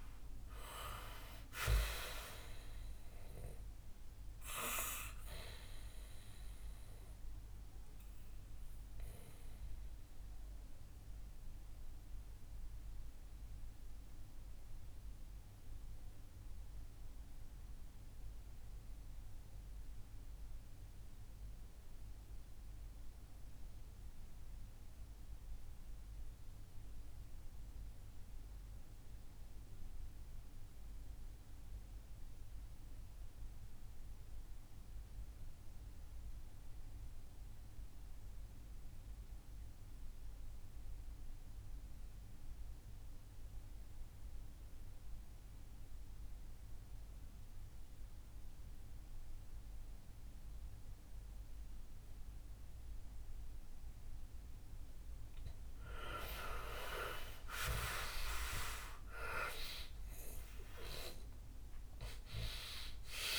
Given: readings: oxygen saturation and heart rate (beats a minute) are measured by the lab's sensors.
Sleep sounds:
breathing in sleep by a room microphone; 1
1.00-23.00 s: oxygen desaturation (device-marked, oxygen 97% before, 89% lowest, heart rate 64 before, 58 extreme)
5.50-54.00 s: mixed apnea (oxygen 98% before, 81% lowest, heart rate 66 before, 56 extreme, up 18 after)
41.00-63.39 s: oxygen desaturation (device-marked, oxygen 97% before, 81% lowest, heart rate 61 before, 50 extreme)
56.00-60.50 s: arousal
From the record:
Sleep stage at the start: REM sleep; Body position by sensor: on the back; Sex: male

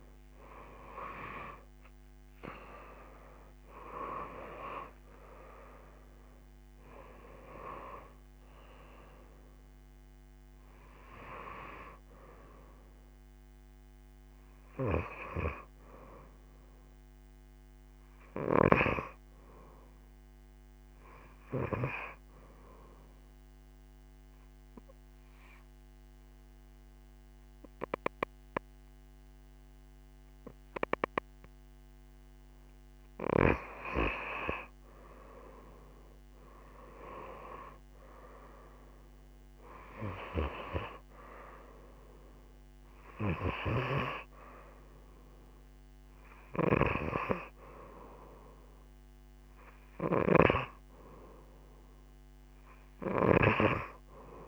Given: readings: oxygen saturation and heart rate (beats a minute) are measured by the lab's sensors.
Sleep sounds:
breathing in sleep by a microphone on the trachea; 1
3.50-8.50 s: arousal
23.00-33.00 s: obstructive apnea (oxygen 93% before, 89% lowest)
38.50-42.50 s: arousal
39.00-54.48 s: oxygen desaturation (device-marked, oxygen 98% before, 91% lowest)
From the record:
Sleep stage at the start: N2 (light sleep); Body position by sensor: on the right side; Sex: female

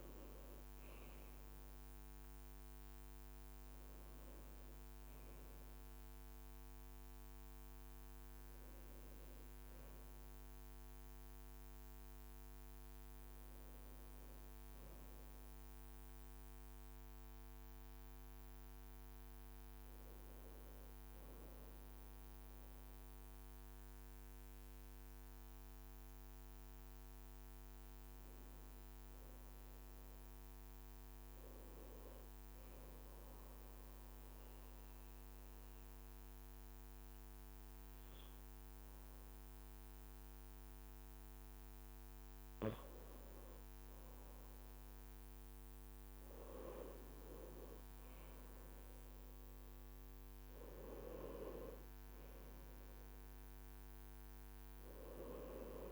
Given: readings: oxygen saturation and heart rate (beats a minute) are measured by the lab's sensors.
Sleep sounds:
breathing in sleep by a microphone on the trachea; 1
29.00-55.92 s: new sleep stage, N2 (light sleep)
32.50-42.50 s: obstructive apnea (oxygen 97% before, 93% lowest, heart rate 60 before, 54 extreme, up 2 after)
45.50-50.00 s: arousal
From the record:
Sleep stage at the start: N1 (lightest sleep); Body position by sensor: on the right side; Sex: male

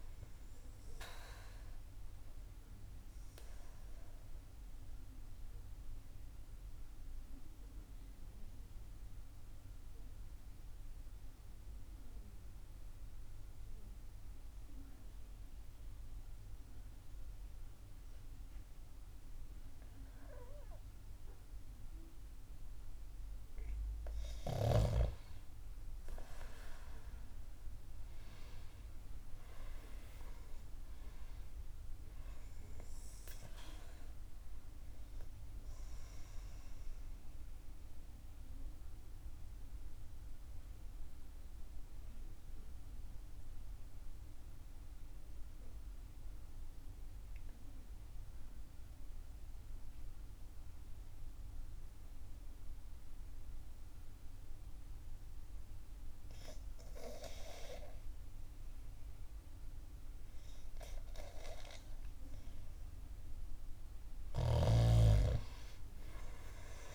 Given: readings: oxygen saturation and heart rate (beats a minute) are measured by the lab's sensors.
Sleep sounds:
breathing in sleep by a room microphone; 2
0.50-16.50 s: oxygen desaturation (device-marked, oxygen 97% before, 93% lowest, heart rate 64 before, 56 extreme)
3.50-24.00 s: mixed apnea (oxygen 98% before, 92% lowest, heart rate 64 before, 56 extreme, up 8 after)
25.50-30.00 s: arousal
37.00-62.50 s: mixed apnea (oxygen 97% before, 92% lowest, heart rate 63 before, 53 extreme, up 4 after)
64.00-66.95 s: snoring (device-marked)
From the record:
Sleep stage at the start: N2 (light sleep); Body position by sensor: on the back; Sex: female

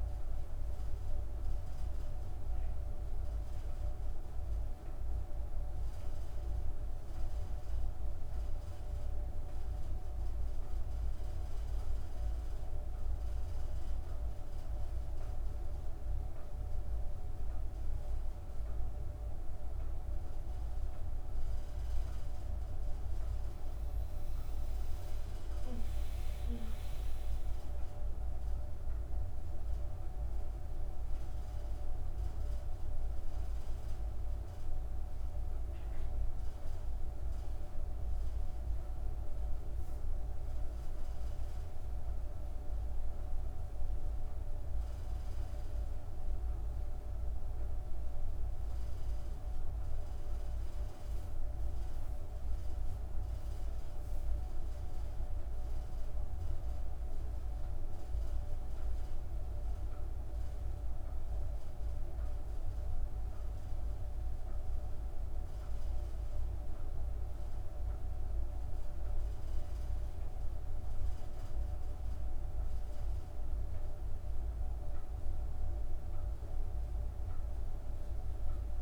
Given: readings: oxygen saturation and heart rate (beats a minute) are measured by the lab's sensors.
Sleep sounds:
breathing in sleep, hard to hear, by a room microphone; 1
29.00-34.00 s: arousal
38.50-56.00 s: obstructive apnea (oxygen 99% before, 95% lowest, heart rate 80 before, 34 extreme)
58.50-63.50 s: arousal
From the record:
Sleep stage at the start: N1 (lightest sleep); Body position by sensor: on the back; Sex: female

